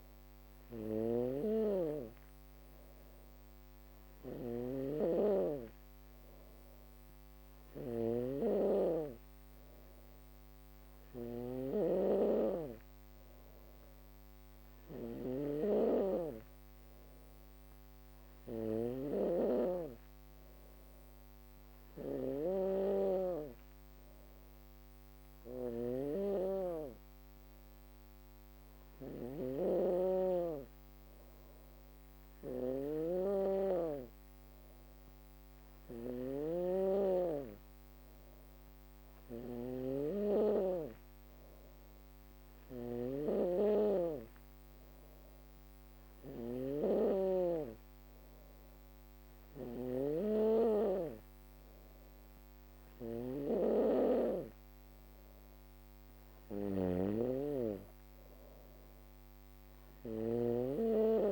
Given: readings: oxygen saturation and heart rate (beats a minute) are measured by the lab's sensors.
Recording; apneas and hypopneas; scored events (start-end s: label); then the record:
breathing in sleep by a microphone on the trachea; none
0.00-6.50 s: drop in pulse transit time (device-marked, heart rate 57 extreme)
0.00-61.32 s: snoring (device-marked)
From the record:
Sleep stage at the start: N2 (light sleep); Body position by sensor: on the back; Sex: female